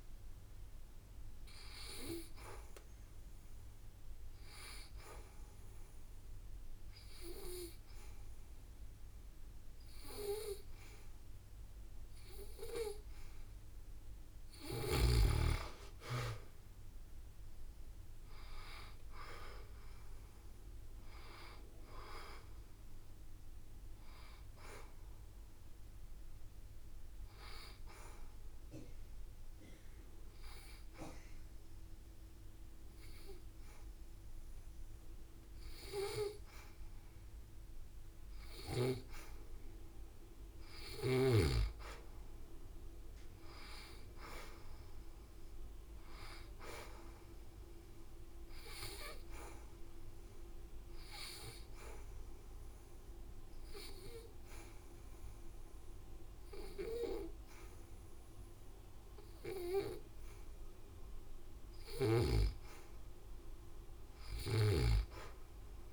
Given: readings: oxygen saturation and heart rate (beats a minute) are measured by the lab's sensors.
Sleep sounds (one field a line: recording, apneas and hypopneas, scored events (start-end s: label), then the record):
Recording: breathing in sleep by a room microphone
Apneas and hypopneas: 3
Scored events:
4.00-14.50 s: obstructive apnea (oxygen 92% before, 84% lowest, heart rate 72 before, 66 extreme, up 6 after)
15.50-43.50 s: oxygen desaturation (device-marked, oxygen 92% before, 84% lowest, heart rate 70 before, 66 extreme)
17.50-21.50 s: arousal
28.00-38.00 s: obstructive apnea (oxygen 92% before, 82% lowest, heart rate 73 before, 66 extreme, up 8 after)
41.50-45.50 s: arousal
45.50-62.50 s: oxygen desaturation (device-marked, oxygen 95% before, 89% lowest, heart rate 69 before, 65 extreme)
49.00-61.00 s: obstructive apnea (oxygen 95% before, 82% lowest, heart rate 69 before, 67 extreme, up 6 after)
From the record:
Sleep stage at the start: N2 (light sleep)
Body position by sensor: on the back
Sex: female